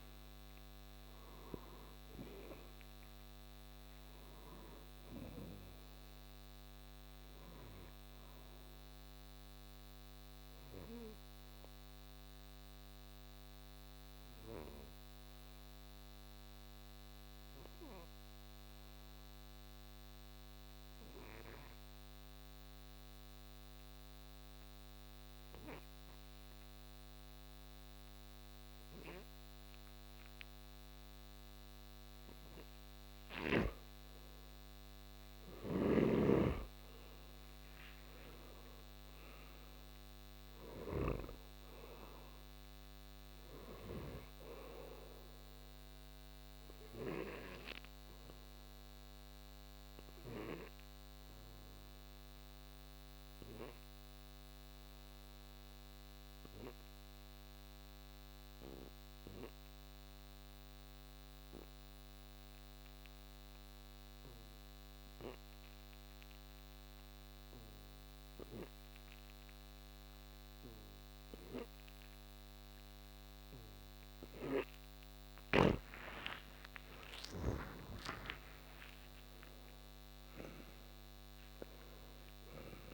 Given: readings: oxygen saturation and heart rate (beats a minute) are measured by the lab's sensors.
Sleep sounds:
breathing in sleep by a microphone on the trachea; 2
0.00-16.50 s: oxygen desaturation (device-marked, oxygen 84% lowest, heart rate 57 extreme)
9.00-34.00 s: obstructive apnea (oxygen 98% before, 84% lowest, heart rate 70 before, 57 extreme, up 10 after)
30.50-48.50 s: oxygen desaturation (device-marked, oxygen 98% before, 91% lowest, heart rate 61 before, 58 extreme)
35.50-39.50 s: arousal
35.50-41.00 s: snoring (device-marked)
46.00-75.00 s: obstructive apnea (oxygen 98% before, 85% lowest, heart rate 65 before, 58 extreme, up 24 after)
50.50-58.50 s: oxygen desaturation (device-marked, oxygen 97% before, 88% lowest, heart rate 65 before, 58 extreme)
69.50-82.94 s: oxygen desaturation (device-marked, oxygen 97% before, 85% lowest, heart rate 60 before, 56 extreme)
76.50-81.00 s: arousal
From the record:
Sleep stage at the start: N2 (light sleep); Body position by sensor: on the right side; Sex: male

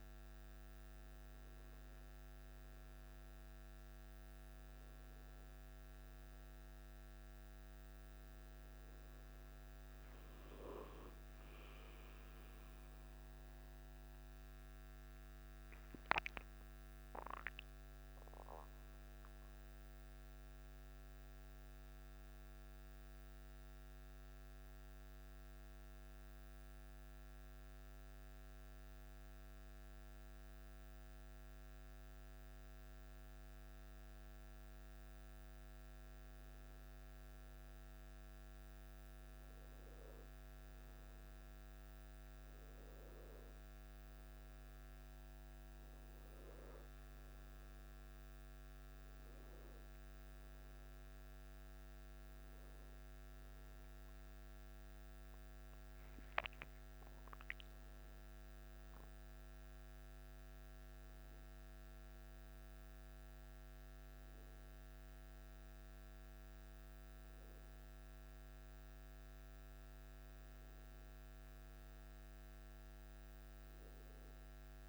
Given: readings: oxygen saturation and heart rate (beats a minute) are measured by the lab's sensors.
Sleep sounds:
a person partly awake in a sleep study, hard to hear, by a microphone on the trachea; 1
10.00-74.89 s: new sleep stage, N1 (lightest sleep)
14.50-34.50 s: hypopnea (oxygen 98% before, 96% lowest, heart rate 56 before, 55 extreme, up 3 after)
36.50-41.00 s: arousal
From the record:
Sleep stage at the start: awake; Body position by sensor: on the back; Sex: male

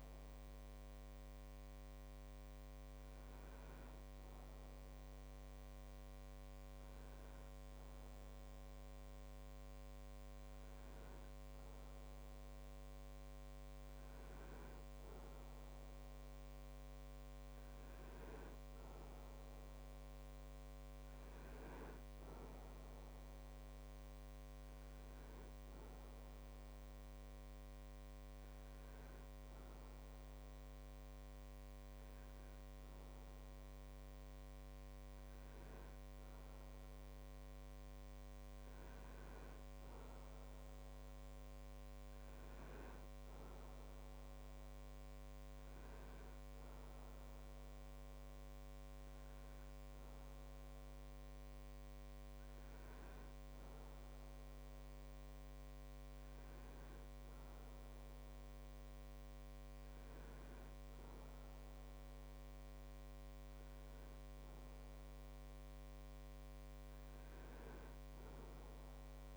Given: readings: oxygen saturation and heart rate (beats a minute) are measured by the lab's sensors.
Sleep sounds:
a person awake in a sleep study, hard to hear, by a microphone on the trachea; none
49.00-69.37 s: new sleep stage, N1 (lightest sleep)
From the record:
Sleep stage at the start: awake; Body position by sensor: on the right side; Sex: male

